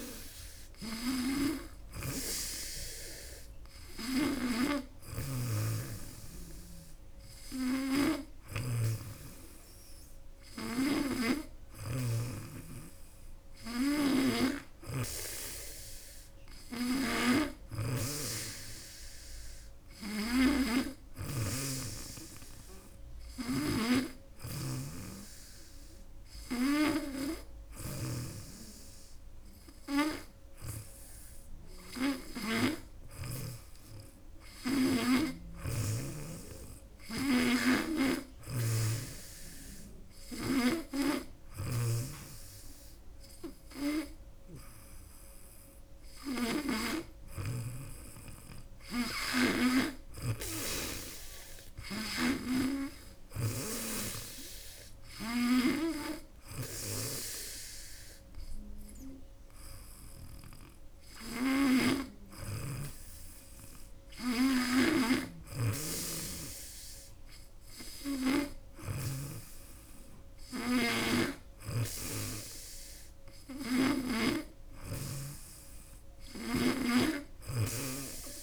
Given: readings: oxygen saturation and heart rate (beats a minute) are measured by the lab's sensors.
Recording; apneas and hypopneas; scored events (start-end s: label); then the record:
breathing in sleep by a room microphone; none
0.00-2.00 s: snoring (device-marked)
4.00-8.50 s: snoring (device-marked)
10.50-33.00 s: snoring (device-marked)
35.00-49.50 s: snoring (device-marked)
61.00-69.00 s: snoring (device-marked)
76.00-78.42 s: snoring (device-marked)
From the record:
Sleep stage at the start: N2 (light sleep); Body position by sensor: on the back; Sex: female